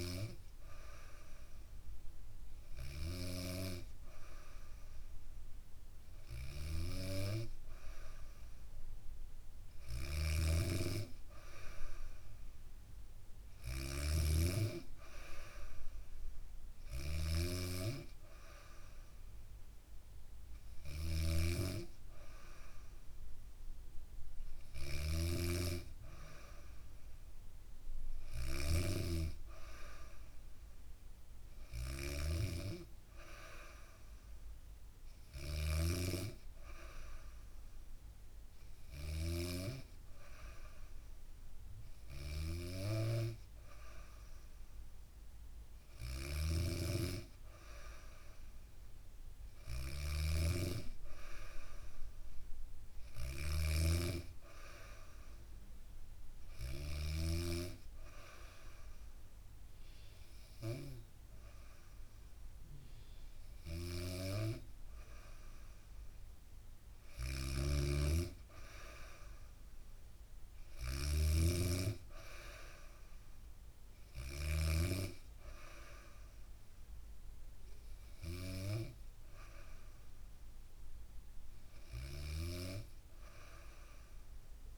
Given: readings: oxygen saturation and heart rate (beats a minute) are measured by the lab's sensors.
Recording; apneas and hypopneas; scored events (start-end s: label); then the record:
breathing in sleep by a room microphone; none
0.00-2.50 s: snoring (device-marked)
9.00-38.50 s: snoring (device-marked)
45.50-56.50 s: snoring (device-marked)
63.00-74.00 s: snoring (device-marked)
From the record:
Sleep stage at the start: N2 (light sleep); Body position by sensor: on the back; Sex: female